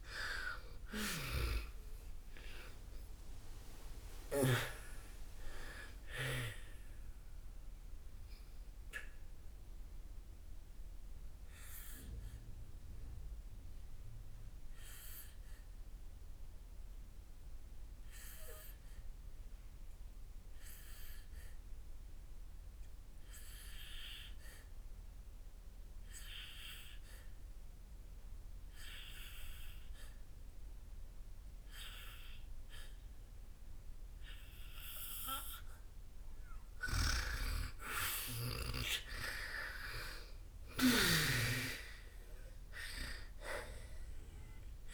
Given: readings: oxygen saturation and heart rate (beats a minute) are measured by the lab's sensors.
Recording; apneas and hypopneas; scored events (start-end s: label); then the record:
breathing in sleep by a room microphone; 1
0.00-3.00 s: arousal
0.50-31.50 s: oxygen desaturation (device-marked, oxygen 98% before, 88% lowest, heart rate 61 before, 54 extreme)
7.50-36.50 s: obstructive apnea (oxygen 98% before, 86% lowest, heart rate 65 before, 54 extreme, up 2 after)
33.50-44.93 s: oxygen desaturation (device-marked, oxygen 98% before, 86% lowest, heart rate 57 before, 54 extreme)
38.00-43.00 s: arousal
From the record:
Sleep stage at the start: N2 (light sleep); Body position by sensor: on the back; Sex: female